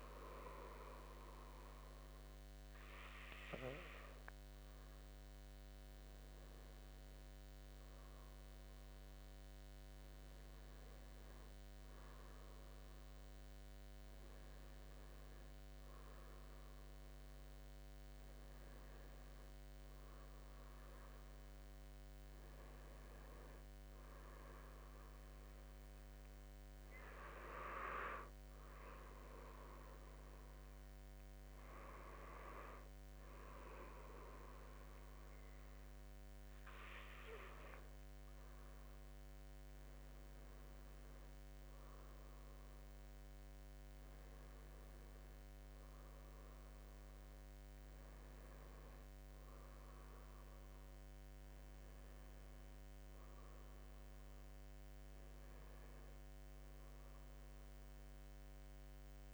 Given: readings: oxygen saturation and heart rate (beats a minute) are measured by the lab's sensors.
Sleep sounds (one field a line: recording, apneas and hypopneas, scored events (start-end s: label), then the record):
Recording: breathing in sleep by a microphone on the trachea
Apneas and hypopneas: none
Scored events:
none scored
From the record:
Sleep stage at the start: N2 (light sleep)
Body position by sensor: on the back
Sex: male